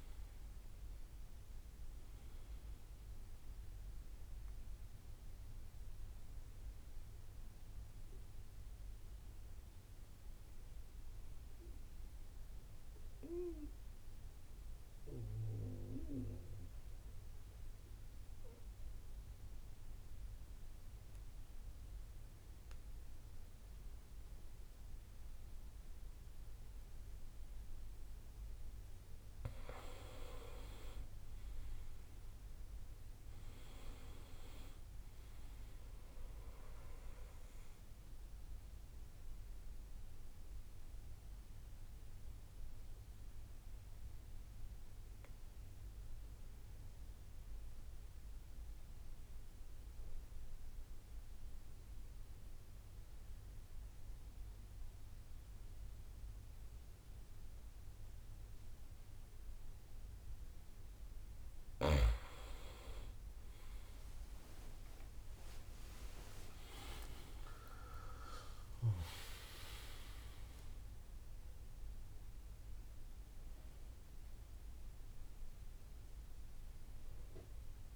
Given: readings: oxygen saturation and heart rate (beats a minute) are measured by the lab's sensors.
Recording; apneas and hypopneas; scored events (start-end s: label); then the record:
breathing in sleep by a room microphone; 2
0.00-6.50 s: drop in pulse transit time (device-marked, heart rate 64 extreme)
0.00-15.50 s: oxygen desaturation (device-marked, oxygen 87% lowest, heart rate 57 extreme)
9.00-29.50 s: mixed apnea (oxygen 97% before, 87% lowest, heart rate 68 before, 57 extreme, up 6 after)
10.50-16.50 s: bradycardia (device-marked, heart rate 70 before, 57 extreme)
28.50-48.50 s: oxygen desaturation (device-marked, oxygen 99% before, 90% lowest, heart rate 61 before, 62 extreme)
31.00-35.00 s: arousal
38.00-61.50 s: obstructive apnea (oxygen 99% before, 87% lowest, heart rate 64 before, 55 extreme, up 29 after)
61.50-77.96 s: oxygen desaturation (device-marked, oxygen 98% before, 87% lowest, heart rate 64 before, 55 extreme)
64.00-69.00 s: arousal
64.50-77.96 s: drop in pulse transit time (device-marked, heart rate 65 before, 64 extreme)
66.00-68.00 s: long interval between heartbeats (device-marked, heart rate 65 before, 78 extreme)
From the record:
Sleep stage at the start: N2 (light sleep); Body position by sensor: on the back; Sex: male